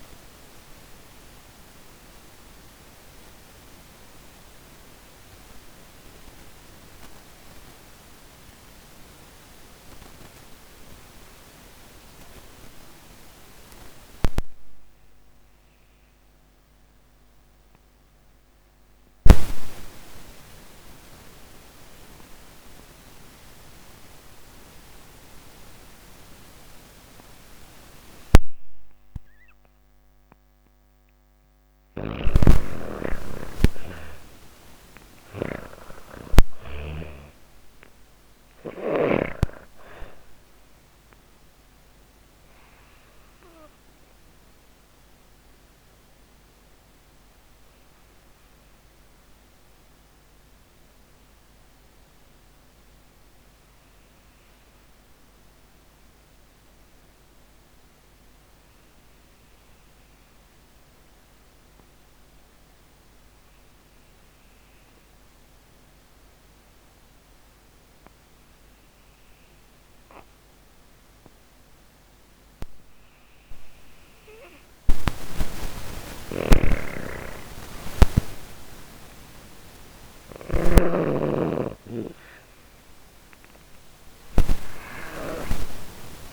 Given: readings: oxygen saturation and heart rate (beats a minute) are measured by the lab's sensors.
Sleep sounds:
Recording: breathing in sleep by a microphone on the trachea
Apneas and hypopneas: 2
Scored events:
0.00-12.00 s: oxygen desaturation (device-marked, oxygen 78% lowest)
1.50-29.50 s: mixed apnea (oxygen 98% before, 77% lowest)
20.00-63.00 s: oxygen desaturation (device-marked, oxygen 99% before, 77% lowest)
31.00-34.00 s: arousal
31.00-38.00 s: snoring (device-marked)
45.00-74.50 s: mixed apnea (oxygen 99% before, 77% lowest)
75.00-79.50 s: snoring (device-marked)
75.00-86.32 s: oxygen desaturation (device-marked, oxygen 98% before, 82% lowest)
76.00-80.50 s: arousal
From the record:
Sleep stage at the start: N2 (light sleep)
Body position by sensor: on the back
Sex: female

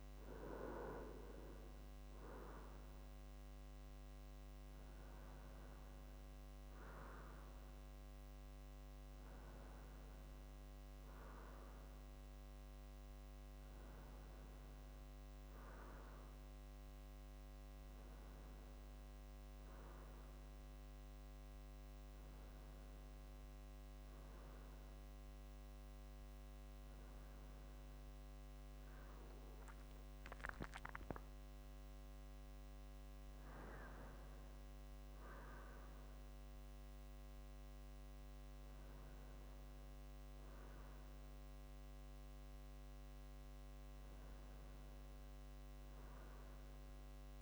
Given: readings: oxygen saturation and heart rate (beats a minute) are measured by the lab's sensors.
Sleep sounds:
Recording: a person partly awake in a sleep study, by a microphone on the trachea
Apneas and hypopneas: none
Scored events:
30.00-47.42 s: new sleep stage, awake
From the record:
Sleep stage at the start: N1 (lightest sleep)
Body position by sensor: on the right side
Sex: male

